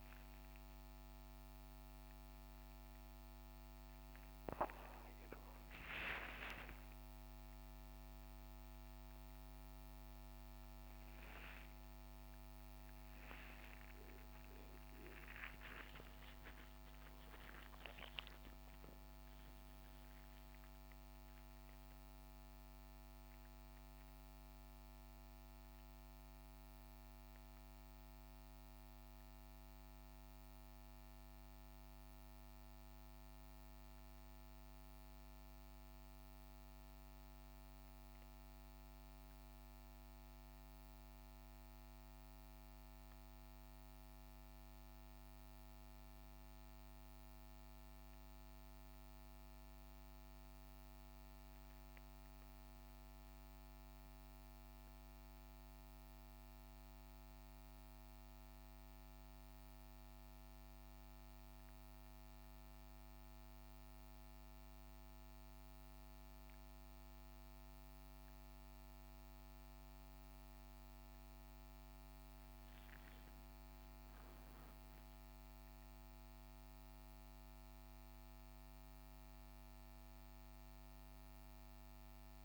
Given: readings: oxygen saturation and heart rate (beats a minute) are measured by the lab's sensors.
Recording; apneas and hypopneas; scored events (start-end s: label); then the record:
a person partly awake in a sleep study, hard to hear, by a microphone on the trachea; none
5.00-35.00 s: new sleep stage, awake
35.00-82.45 s: new sleep stage, N1 (lightest sleep)
From the record:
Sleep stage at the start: N1 (lightest sleep); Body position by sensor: on the back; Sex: male